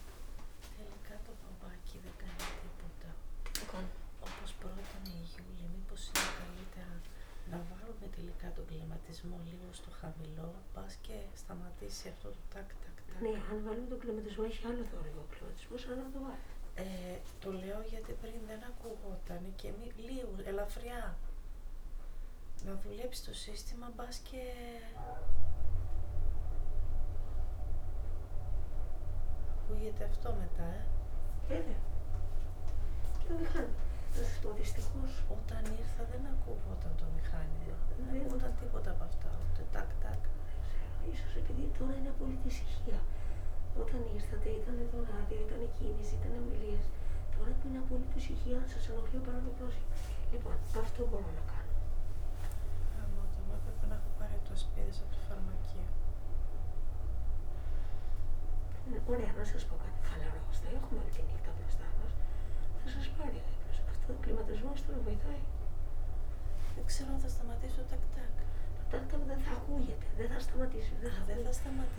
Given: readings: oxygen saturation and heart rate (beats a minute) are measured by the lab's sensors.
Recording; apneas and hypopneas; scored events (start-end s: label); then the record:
a person awake in a sleep study, by a room microphone; none
6.50-71.99 s: new sleep stage, awake
From the record:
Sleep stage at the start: N2 (light sleep); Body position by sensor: on the back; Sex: female